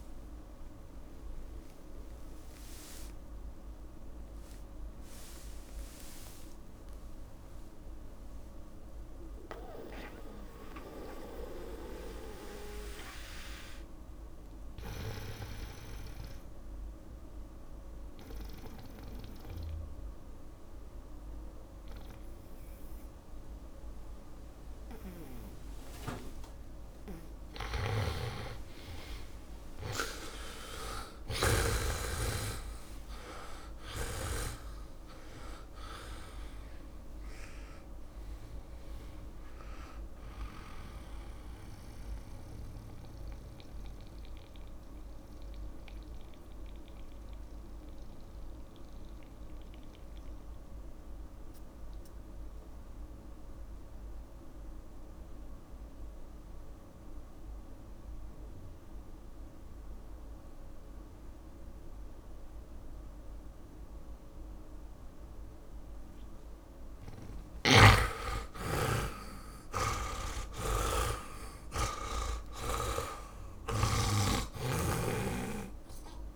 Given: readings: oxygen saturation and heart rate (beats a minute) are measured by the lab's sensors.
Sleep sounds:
breathing in sleep by a room microphone; 2
0.00-17.50 s: oxygen desaturation (device-marked, oxygen 70% lowest)
1.50-27.50 s: mixed apnea (oxygen 95% before, 70% lowest)
28.00-35.00 s: snoring (device-marked)
30.00-35.00 s: arousal
35.50-58.50 s: oxygen desaturation (device-marked, oxygen 100% before, 86% lowest)
43.00-67.50 s: mixed apnea (oxygen 100% before, 82% lowest)
68.00-76.36 s: snoring (device-marked)
68.50-73.00 s: arousal
72.50-76.36 s: oxygen desaturation (device-marked, oxygen 100% before, 82% lowest)
From the record:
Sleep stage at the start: N2 (light sleep); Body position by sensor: on the back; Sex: male

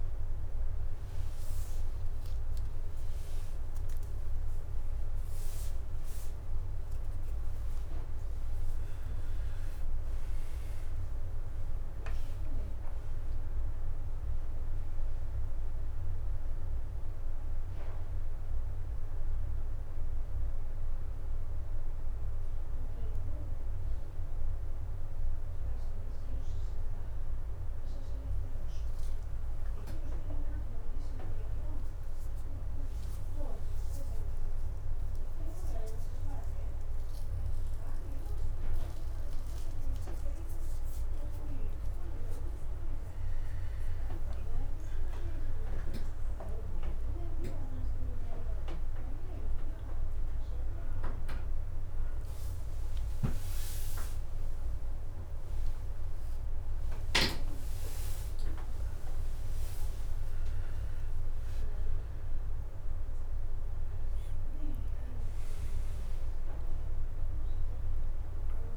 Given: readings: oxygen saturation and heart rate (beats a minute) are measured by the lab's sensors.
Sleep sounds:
a person awake in a sleep study, by a room microphone; none
0.00-5.50 s: oxygen desaturation (device-marked, oxygen 92% lowest, heart rate 58 extreme)
2.00-7.00 s: snoring (device-marked)
40.50-57.50 s: oxygen desaturation (device-marked, oxygen 97% before, 91% lowest)
From the record:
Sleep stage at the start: awake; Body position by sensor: on the back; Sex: male

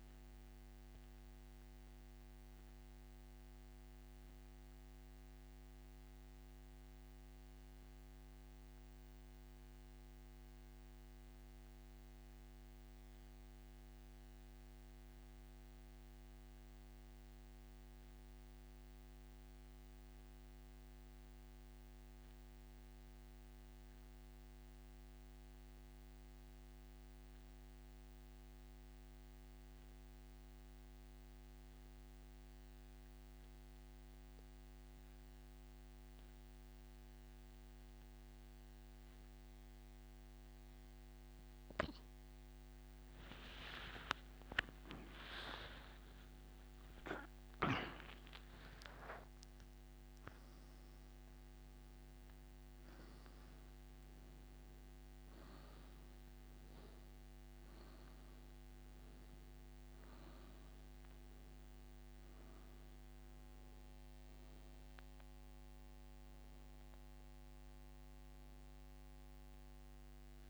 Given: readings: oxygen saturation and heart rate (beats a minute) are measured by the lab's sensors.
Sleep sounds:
breathing in sleep by a microphone on the trachea; 1
0.00-40.00 s: oxygen desaturation (device-marked, oxygen 85% lowest, heart rate 65 extreme)
2.00-41.00 s: mixed apnea (oxygen 97% before, 85% lowest, heart rate 88 before, 65 extreme, up 33 after)
45.00-49.50 s: arousal
61.00-70.50 s: oxygen desaturation (device-marked, oxygen 98% before, 86% lowest, heart rate 91 before, 61 extreme)
From the record:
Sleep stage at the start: N2 (light sleep); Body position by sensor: on the back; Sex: male

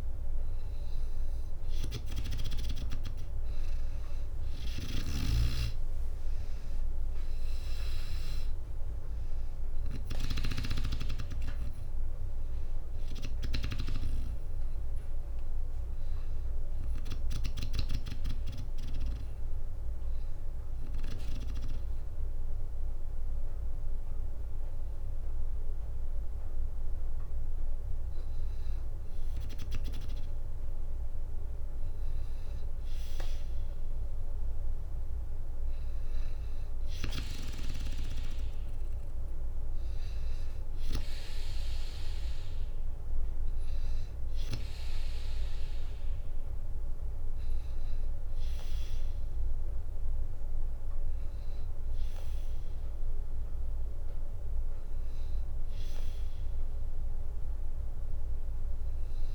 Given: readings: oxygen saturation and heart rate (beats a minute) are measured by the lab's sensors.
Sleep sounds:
breathing in sleep by a room microphone; 1
4.00-9.50 s: snoring (device-marked)
5.50-9.00 s: arousal
11.50-22.50 s: drop in pulse transit time (device-marked, heart rate 66 before, 62 extreme)
18.00-29.50 s: hypopnea (oxygen 96% before, 94% lowest, heart rate 66 before, 63 extreme, up 1 after)
37.50-51.50 s: oxygen desaturation (device-marked, oxygen 97% before, 94% lowest, heart rate 63 before, 62 extreme)
From the record:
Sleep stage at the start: N2 (light sleep); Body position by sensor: on the back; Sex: female

